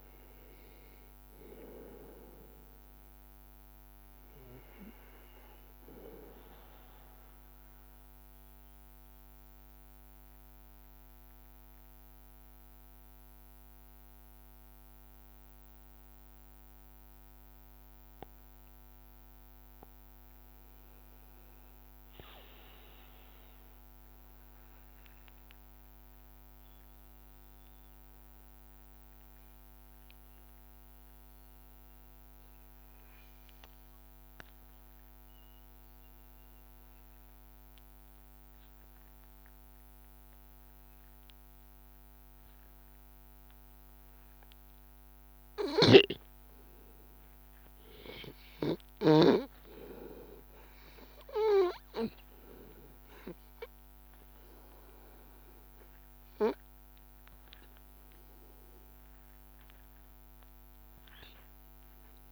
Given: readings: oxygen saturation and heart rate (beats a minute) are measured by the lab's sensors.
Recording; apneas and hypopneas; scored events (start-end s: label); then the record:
breathing in sleep by a microphone on the trachea; 1
0.00-19.00 s: oxygen desaturation (device-marked, oxygen 91% lowest, heart rate 82 extreme)
1.50-3.50 s: long interval between heartbeats (device-marked, heart rate 85 before, 87 extreme)
8.00-56.00 s: hypopnea (oxygen 97% before, 91% lowest, heart rate 86 before, 83 extreme, up 1 after)
49.00-62.32 s: oxygen desaturation (device-marked, oxygen 97% before, 93% lowest, heart rate 83 before, 83 extreme)
59.00-62.32 s: arousal
From the record:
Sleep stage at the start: N2 (light sleep); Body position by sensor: on the back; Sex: male